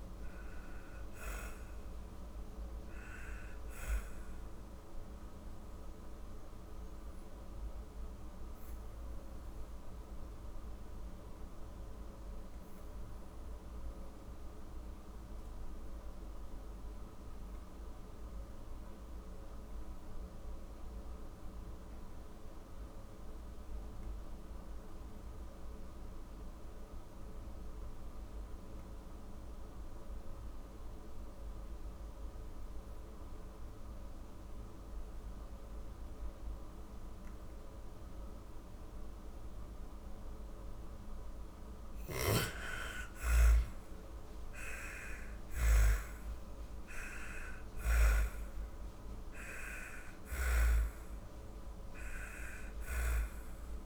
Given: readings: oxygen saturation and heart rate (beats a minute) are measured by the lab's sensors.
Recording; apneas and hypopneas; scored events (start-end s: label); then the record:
breathing in sleep by a room microphone; 1
0.00-7.50 s: oxygen desaturation (device-marked, oxygen 86% lowest, heart rate 38 extreme)
7.00-40.00 s: obstructive apnea (oxygen 95% before, 81% lowest, heart rate 115 before, 44 extreme)
15.50-22.50 s: oxygen desaturation (device-marked, oxygen 87% before, 81% lowest, heart rate 77 before, 53 extreme)
36.50-53.86 s: oxygen desaturation (device-marked, oxygen 99% before, 85% lowest, heart rate 55 before, 37 extreme)
41.50-46.00 s: arousal
From the record:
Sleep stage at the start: N2 (light sleep); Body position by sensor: on the back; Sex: female